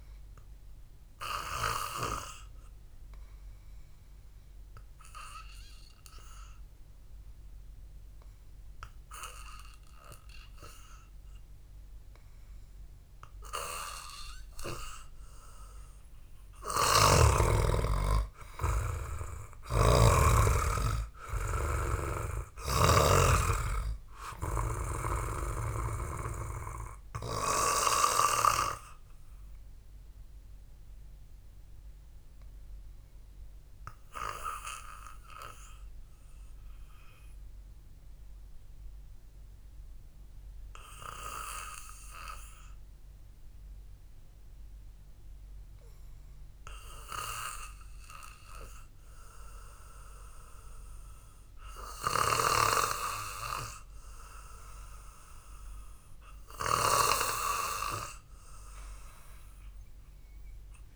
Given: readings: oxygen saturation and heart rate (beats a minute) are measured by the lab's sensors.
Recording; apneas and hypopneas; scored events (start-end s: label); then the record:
breathing in sleep by a room microphone; 2
1.00-15.50 s: hypopnea (oxygen 98% before, 91% lowest, heart rate 63 before, 55 extreme, up 4 after)
15.00-35.00 s: oxygen desaturation (device-marked, oxygen 95% before, 91% lowest, heart rate 57 before, 56 extreme)
18.50-22.00 s: arousal
31.00-47.00 s: obstructive apnea (oxygen 96% before, 91% lowest, heart rate 58 before, 51 extreme)
40.00-48.00 s: oxygen desaturation (device-marked, oxygen 94% before, 91% lowest, heart rate 61 before, 51 extreme)
49.00-52.50 s: arousal
From the record:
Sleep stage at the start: N2 (light sleep); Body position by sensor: on the back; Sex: male